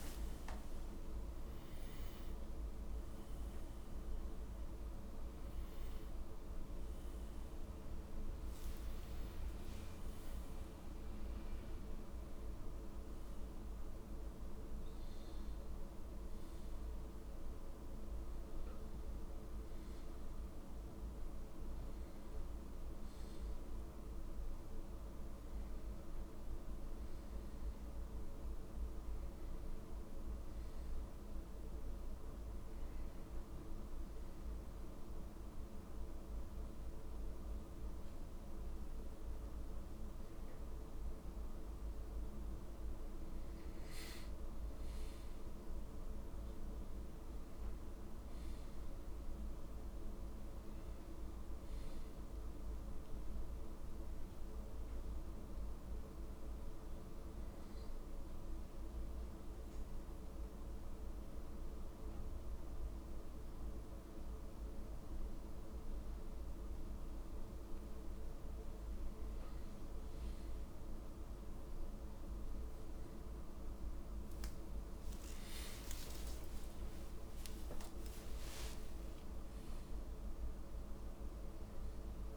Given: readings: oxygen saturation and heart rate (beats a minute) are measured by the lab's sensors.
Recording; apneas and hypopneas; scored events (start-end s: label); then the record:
breathing in sleep, hard to hear, by a room microphone; none
76.50-82.37 s: new sleep stage, awake
From the record:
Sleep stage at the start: N1 (lightest sleep); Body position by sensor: on the back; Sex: male